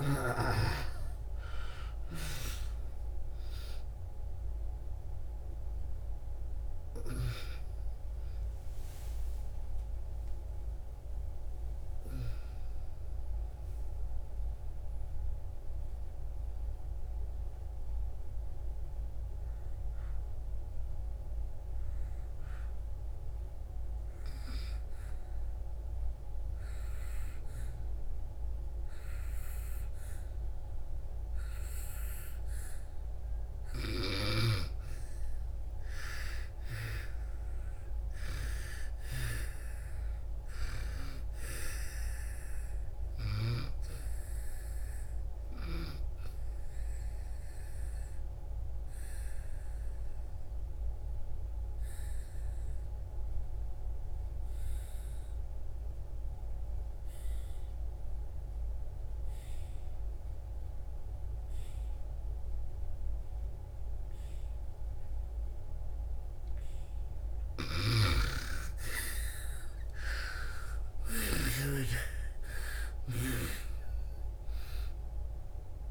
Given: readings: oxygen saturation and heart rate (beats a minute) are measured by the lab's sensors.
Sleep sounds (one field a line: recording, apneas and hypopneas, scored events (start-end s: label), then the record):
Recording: breathing in sleep by a room microphone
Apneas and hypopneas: 2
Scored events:
0.00-1.00 s: arousal
0.00-25.50 s: oxygen desaturation (device-marked, oxygen 80% lowest)
13.00-32.50 s: obstructive apnea (oxygen 98% before, 80% lowest)
27.50-52.50 s: oxygen desaturation (device-marked, oxygen 98% before, 87% lowest)
34.50-38.50 s: arousal
45.00-67.00 s: mixed apnea (oxygen 98% before, 80% lowest)
62.50-75.91 s: oxygen desaturation (device-marked, oxygen 97% before, 80% lowest)
67.00-71.00 s: snoring (device-marked)
69.50-73.00 s: arousal
From the record:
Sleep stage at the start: N2 (light sleep)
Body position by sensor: on the back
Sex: female